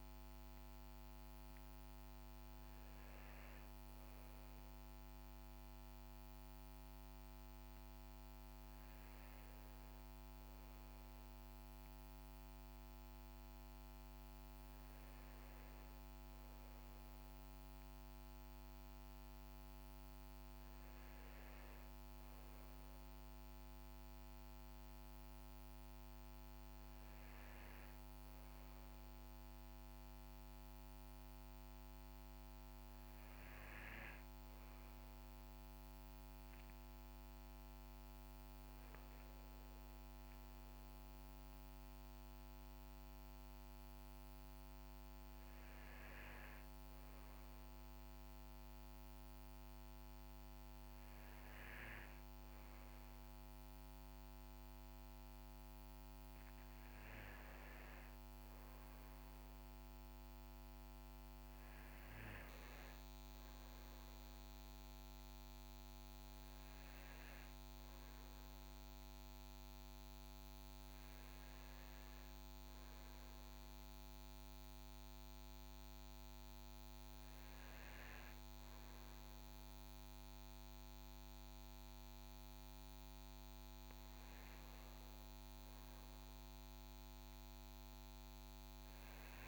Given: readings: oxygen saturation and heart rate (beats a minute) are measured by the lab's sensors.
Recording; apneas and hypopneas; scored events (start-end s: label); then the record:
breathing in sleep, hard to hear, by a microphone on the trachea; none
none scored
From the record:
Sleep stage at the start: N2 (light sleep); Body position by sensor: on the back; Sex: male